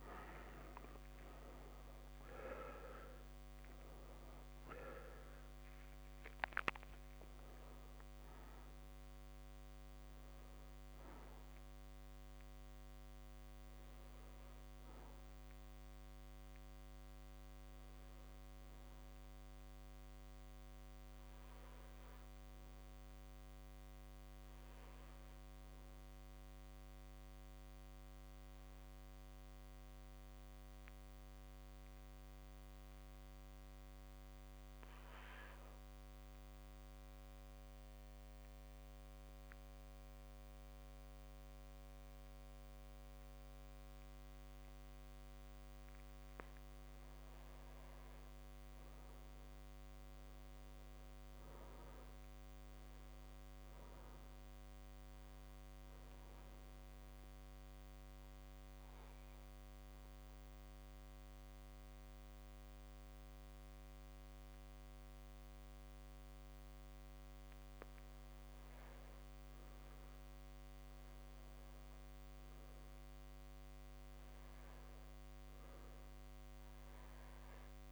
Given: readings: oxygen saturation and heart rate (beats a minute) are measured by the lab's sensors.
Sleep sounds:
breathing in sleep, hard to hear, by a microphone on the trachea; 2
0.00-1.00 s: arousal
0.00-28.00 s: oxygen desaturation (device-marked, oxygen 85% lowest)
27.00-46.50 s: mixed apnea (oxygen 96% before, 94% lowest)
48.50-52.50 s: arousal
54.00-76.00 s: oxygen desaturation (device-marked, oxygen 100% before, 94% lowest)
56.50-69.00 s: central apnea (oxygen 100% before, 93% lowest)
72.00-76.00 s: arousal
From the record:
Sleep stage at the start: N2 (light sleep); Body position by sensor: on the back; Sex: male

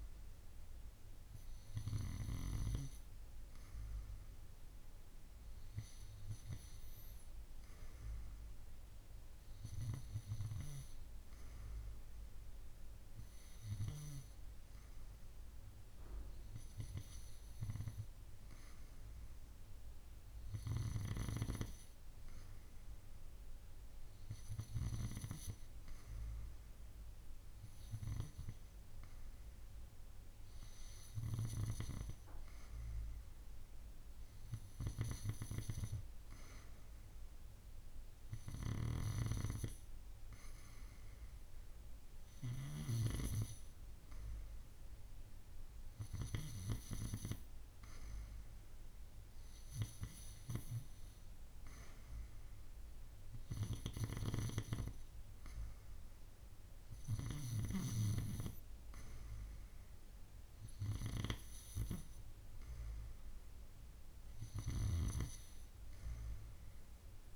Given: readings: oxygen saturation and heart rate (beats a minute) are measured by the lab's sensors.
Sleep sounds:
breathing in sleep by a room microphone; none
none scored
From the record:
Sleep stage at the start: N2 (light sleep); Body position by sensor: on the right side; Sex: female

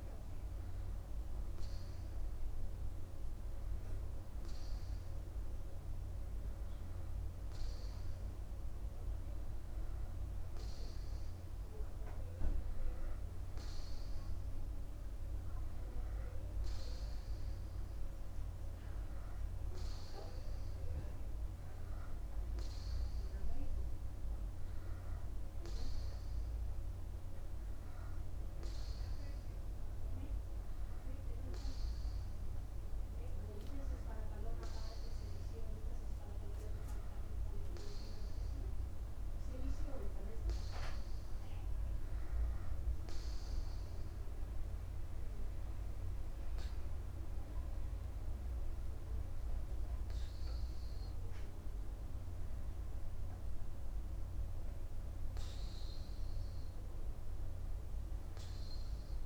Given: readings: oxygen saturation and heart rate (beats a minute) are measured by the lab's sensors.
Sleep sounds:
breathing in sleep, hard to hear, by a room microphone; none
none scored
From the record:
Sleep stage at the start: N2 (light sleep); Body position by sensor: upright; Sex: male

